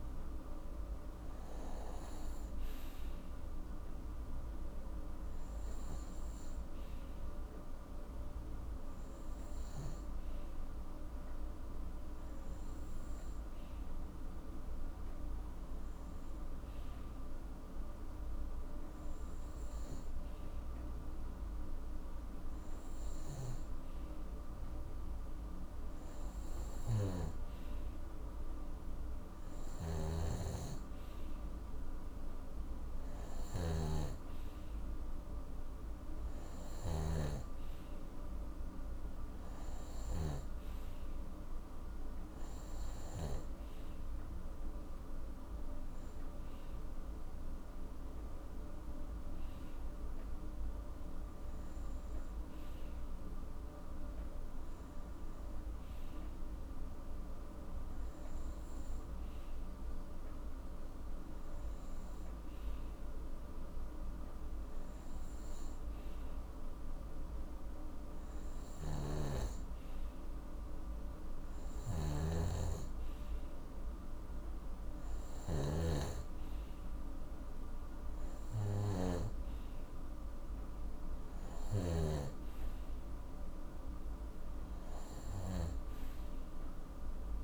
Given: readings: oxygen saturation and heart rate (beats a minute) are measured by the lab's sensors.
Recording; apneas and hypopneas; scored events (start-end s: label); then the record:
breathing in sleep by a room microphone; none
26.50-40.00 s: snoring (device-marked)
68.50-85.50 s: snoring (device-marked)
From the record:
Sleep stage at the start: N2 (light sleep); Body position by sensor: on the right side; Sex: male